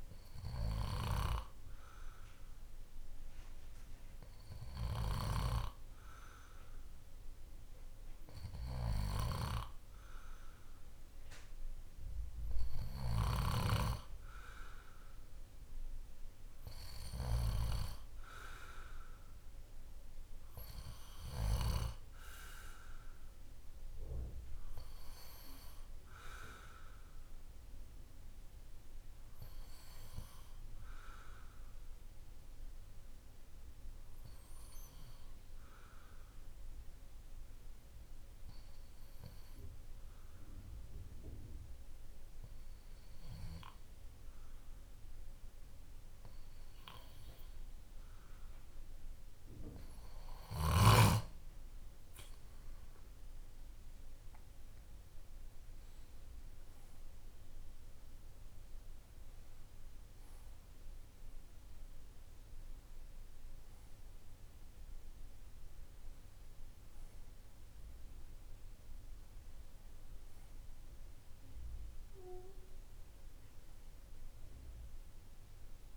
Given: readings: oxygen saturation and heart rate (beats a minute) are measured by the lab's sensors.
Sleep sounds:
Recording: breathing in sleep by a room microphone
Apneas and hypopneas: 1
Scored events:
24.50-28.50 s: arousal
34.00-49.00 s: obstructive apnea (oxygen 95% before, 93% lowest, heart rate 57 before, 49 extreme, up 7 after)
46.50-75.97 s: new sleep stage, REM sleep
51.00-56.00 s: arousal
From the record:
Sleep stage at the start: N2 (light sleep)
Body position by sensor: on the back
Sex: male

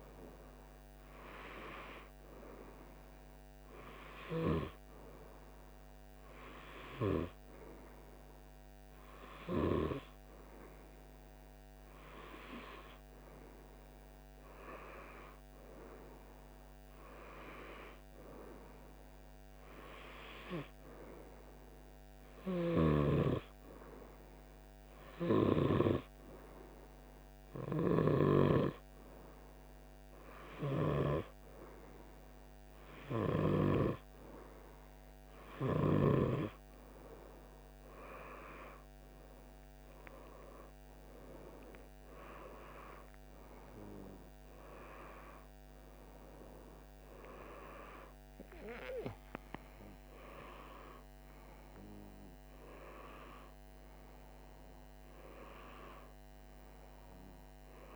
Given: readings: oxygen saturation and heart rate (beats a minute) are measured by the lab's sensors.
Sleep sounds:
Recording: breathing in sleep by a microphone on the trachea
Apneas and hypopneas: none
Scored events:
22.50-28.50 s: snoring (device-marked)
45.00-49.50 s: arousal
From the record:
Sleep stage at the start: N2 (light sleep)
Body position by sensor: on the right side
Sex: male

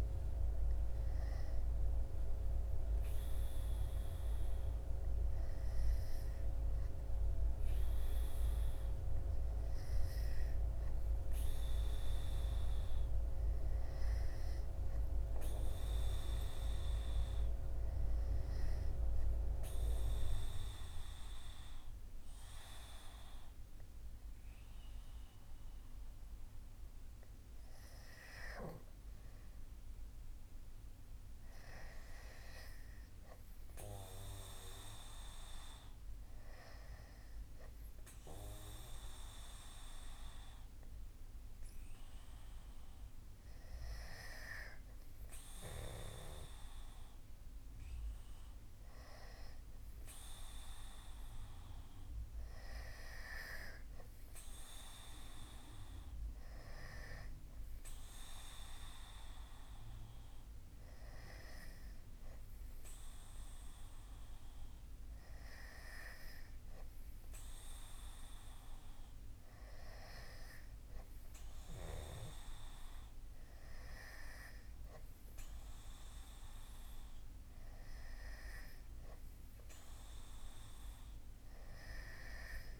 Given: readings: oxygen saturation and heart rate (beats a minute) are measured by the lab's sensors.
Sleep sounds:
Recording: breathing in sleep by a room microphone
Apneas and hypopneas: 1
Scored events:
18.50-28.50 s: obstructive apnea (oxygen 97% before, 93% lowest, heart rate 76 before, 74 extreme, up 0 after)
31.00-34.00 s: arousal
36.50-46.50 s: oxygen desaturation (device-marked, oxygen 96% before, 93% lowest, heart rate 78 before, 77 extreme)
From the record:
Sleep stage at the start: N2 (light sleep)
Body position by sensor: on the back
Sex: male

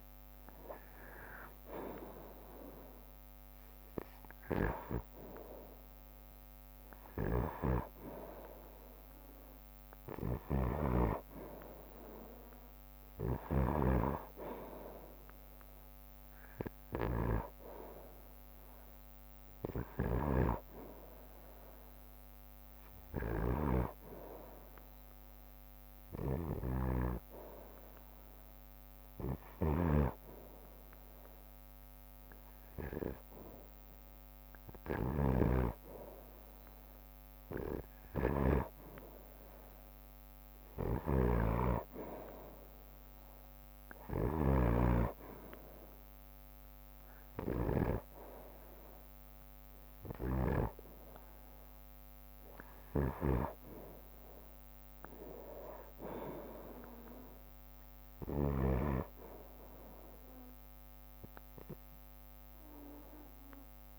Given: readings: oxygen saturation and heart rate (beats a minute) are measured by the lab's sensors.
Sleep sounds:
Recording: breathing in sleep by a microphone on the trachea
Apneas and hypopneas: none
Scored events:
4.50-15.50 s: drop in pulse transit time (device-marked, heart rate 63 before, 62 extreme)
10.50-14.00 s: snoring (device-marked)
20.00-48.00 s: snoring (device-marked)
From the record:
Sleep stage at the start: N2 (light sleep)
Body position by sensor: on the right side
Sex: male

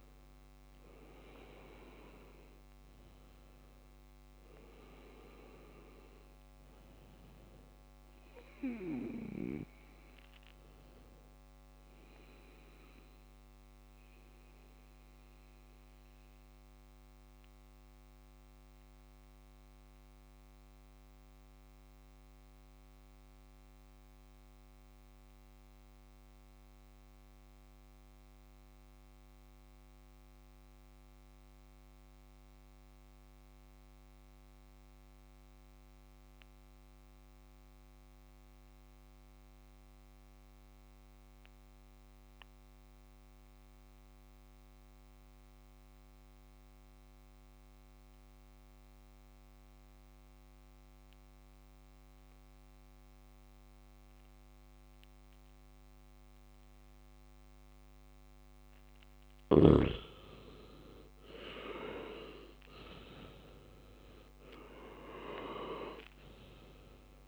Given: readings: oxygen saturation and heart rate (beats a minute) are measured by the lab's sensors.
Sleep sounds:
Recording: breathing in sleep by a microphone on the trachea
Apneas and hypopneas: 1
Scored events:
12.50-58.00 s: mixed apnea (oxygen 98% before, 96% lowest, heart rate 55 before, 51 extreme, up 10 after)
60.50-65.50 s: arousal
From the record:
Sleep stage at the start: REM sleep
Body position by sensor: on the back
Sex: male

